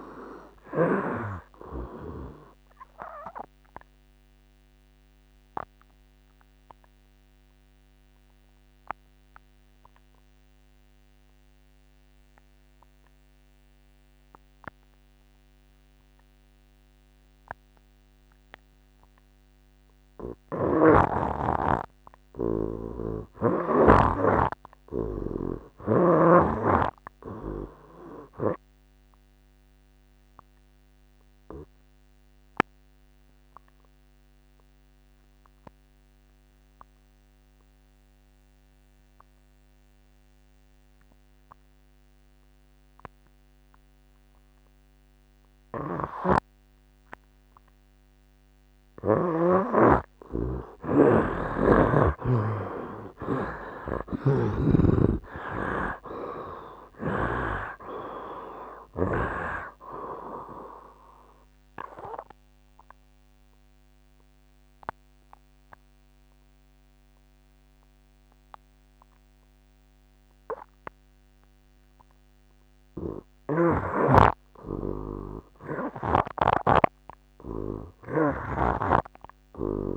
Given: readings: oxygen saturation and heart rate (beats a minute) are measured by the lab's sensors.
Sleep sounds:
breathing in sleep by a microphone on the trachea; 3
0.00-18.00 s: oxygen desaturation (device-marked, oxygen 46% lowest, heart rate 69 extreme)
3.00-20.00 s: obstructive apnea (oxygen 70% before, 43% lowest, heart rate 82 before, 75 extreme, up 3 after)
20.00-50.00 s: oxygen desaturation (device-marked, oxygen 89% before, 56% lowest, heart rate 90 before, 75 extreme)
20.50-24.00 s: snoring (device-marked)
22.50-26.00 s: arousal
29.50-49.00 s: obstructive apnea (oxygen 89% before, 43% lowest, heart rate 83 before, 75 extreme, up 19 after)
51.50-56.00 s: arousal
52.00-77.00 s: oxygen desaturation (device-marked, oxygen 63% before, 43% lowest, heart rate 82 before, 76 extreme)
54.00-57.50 s: snoring (device-marked)
61.00-79.97 s: new sleep stage, N2 (light sleep)
61.50-72.50 s: obstructive apnea (oxygen 63% before, 43% lowest, heart rate 86 before, 76 extreme, up 3 after)
73.50-77.00 s: snoring (device-marked)
74.50-78.00 s: arousal
From the record:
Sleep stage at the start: REM sleep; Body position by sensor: on the right side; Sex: male

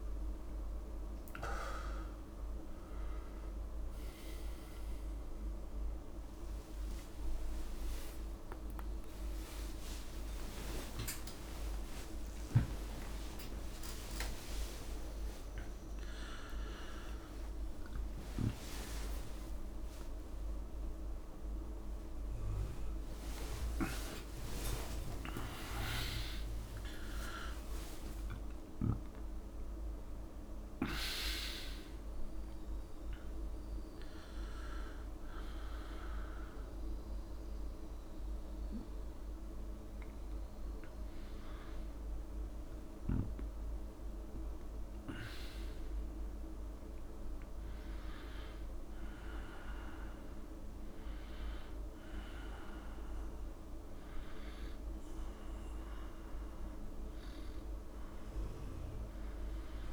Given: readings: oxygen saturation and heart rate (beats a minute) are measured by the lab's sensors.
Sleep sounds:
a person awake in a sleep study, by a room microphone; none
4.50-34.50 s: new sleep stage, awake
6.00-8.00 s: long interval between heartbeats (device-marked, heart rate 114 before, 99 extreme)
7.50-22.50 s: oxygen desaturation (device-marked, oxygen 99% before, 92% lowest, heart rate 114 before, 46 extreme)
8.00-10.00 s: long interval between heartbeats (device-marked, heart rate 114 before, 119 extreme)
10.50-12.50 s: long interval between heartbeats (device-marked, heart rate 118 before, 143 extreme)
15.50-17.50 s: long interval between heartbeats (device-marked, heart rate 119 before, 69 extreme)
18.50-20.50 s: long interval between heartbeats (device-marked, heart rate 110 before, 83 extreme)
23.50-25.50 s: long interval between heartbeats (device-marked, heart rate 105 before, 93 extreme)
25.50-27.50 s: long interval between heartbeats (device-marked, heart rate 105 before, 101 extreme)
34.50-59.93 s: new sleep stage, N1 (lightest sleep)
From the record:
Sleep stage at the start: N2 (light sleep); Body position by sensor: on the back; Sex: male

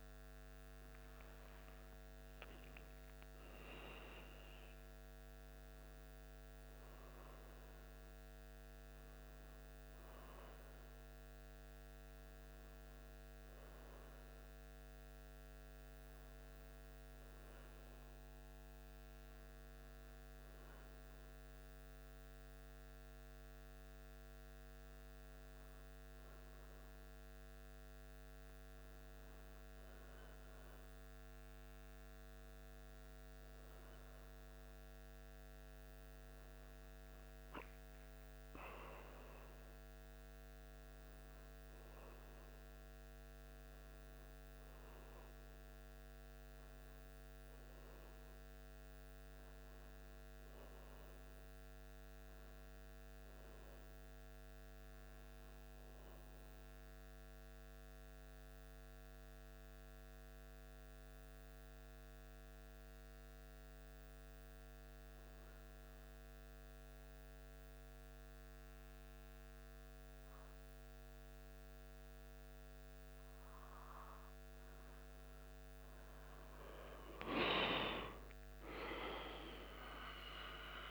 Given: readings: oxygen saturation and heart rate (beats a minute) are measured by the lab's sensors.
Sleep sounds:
a person partly awake in a sleep study, by a microphone on the trachea; 1
15.50-80.91 s: new sleep stage, N1 (lightest sleep)
35.50-46.50 s: oxygen desaturation (device-marked, oxygen 97% before, 93% lowest, heart rate 76 before, 75 extreme)
49.00-53.50 s: arousal
57.50-74.50 s: mixed apnea (oxygen 97% before, 94% lowest, heart rate 77 before, 75 extreme, up 1 after)
61.50-75.50 s: oxygen desaturation (device-marked, oxygen 97% before, 94% lowest, heart rate 77 before, 75 extreme)
75.50-80.91 s: arousal
From the record:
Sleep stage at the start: awake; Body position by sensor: on the back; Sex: male

